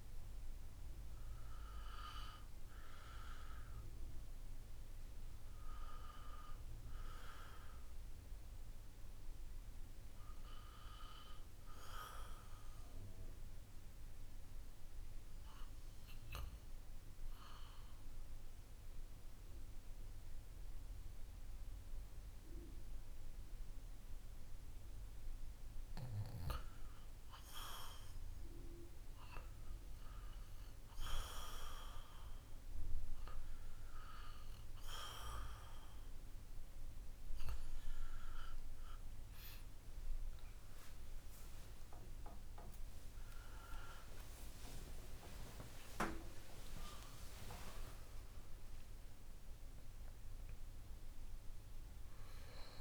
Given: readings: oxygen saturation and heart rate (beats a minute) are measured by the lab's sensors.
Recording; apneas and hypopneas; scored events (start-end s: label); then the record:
a person partly awake in a sleep study, by a room microphone; 1
12.00-26.00 s: obstructive apnea (oxygen 97% before, 94% lowest, heart rate 57 before, 51 extreme, up 1 after)
35.00-52.81 s: new sleep stage, awake
46.00-52.81 s: oxygen desaturation (device-marked, oxygen 97% before, 94% lowest, heart rate 56 before, 53 extreme)
From the record:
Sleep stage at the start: N2 (light sleep); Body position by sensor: on the back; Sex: male